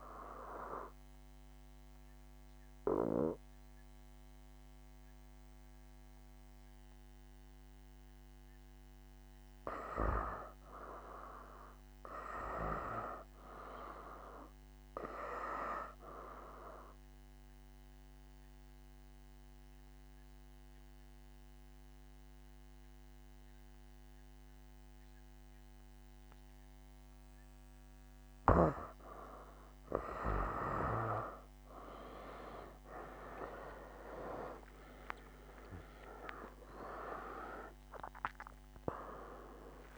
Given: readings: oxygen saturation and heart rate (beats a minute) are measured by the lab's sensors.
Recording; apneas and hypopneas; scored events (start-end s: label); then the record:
breathing in sleep by a microphone on the trachea; 2
0.50-11.00 s: obstructive apnea (oxygen 96% before, 87% lowest, heart rate 72 before, 67 extreme, up 1 after)
2.00-16.00 s: oxygen desaturation (device-marked, oxygen 95% before, 91% lowest, heart rate 72 before, 67 extreme)
12.50-15.50 s: arousal
17.50-29.00 s: obstructive apnea (oxygen 96% before, 86% lowest, heart rate 70 before, 68 extreme, up 2 after)
18.00-31.00 s: oxygen desaturation (device-marked, oxygen 97% before, 91% lowest, heart rate 70 before, 68 extreme)
35.50-39.50 s: arousal
37.00-39.97 s: oxygen desaturation (device-marked, oxygen 95% before, 87% lowest, heart rate 70 before, 63 extreme)
From the record:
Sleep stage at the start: N2 (light sleep); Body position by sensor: on the back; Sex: male